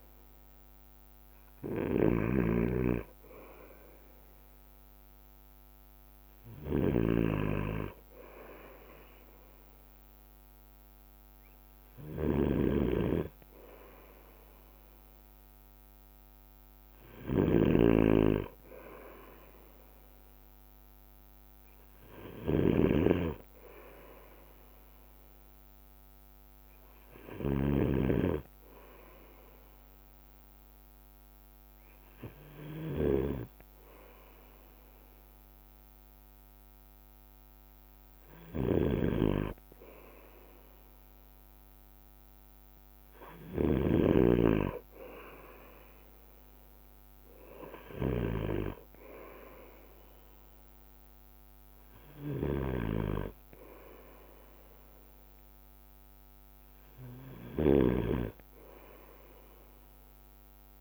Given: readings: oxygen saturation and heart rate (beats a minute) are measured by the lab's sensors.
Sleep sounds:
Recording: breathing in sleep by a microphone on the trachea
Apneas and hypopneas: none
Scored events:
0.00-60.81 s: snoring (device-marked)
1.50-60.81 s: bradycardia (device-marked, heart rate 59 before, 54 extreme)
From the record:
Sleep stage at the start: N2 (light sleep)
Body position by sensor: on the right side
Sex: male

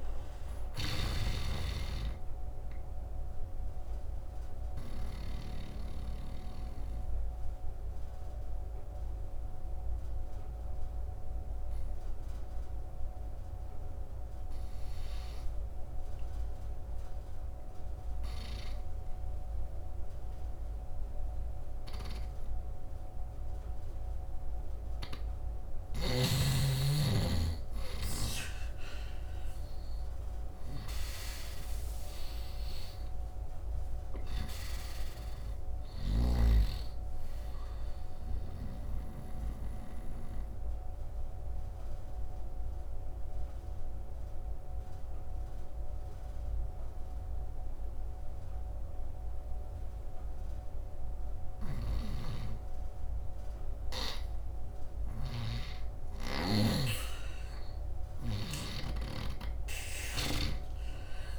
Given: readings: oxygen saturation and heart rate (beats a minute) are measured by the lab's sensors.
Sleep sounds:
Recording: breathing in sleep by a room microphone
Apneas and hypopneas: 2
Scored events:
0.00-20.00 s: oxygen desaturation (device-marked, oxygen 83% lowest, heart rate 66 extreme)
0.50-5.00 s: snoring (device-marked)
4.50-24.00 s: obstructive apnea (oxygen 98% before, 79% lowest, heart rate 75 before, 66 extreme, up 10 after)
22.00-53.00 s: oxygen desaturation (device-marked, oxygen 99% before, 79% lowest, heart rate 70 before, 69 extreme)
25.50-38.50 s: snoring (device-marked)
27.50-32.50 s: arousal
39.00-54.50 s: obstructive apnea (oxygen 99% before, 79% lowest, heart rate 79 before, 69 extreme, up 9 after)
51.00-61.39 s: snoring (device-marked)
55.50-60.00 s: arousal
59.00-61.39 s: oxygen desaturation (device-marked, oxygen 100% before, 87% lowest, heart rate 73 before, 69 extreme)
From the record:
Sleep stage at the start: N2 (light sleep)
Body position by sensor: on the right side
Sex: male

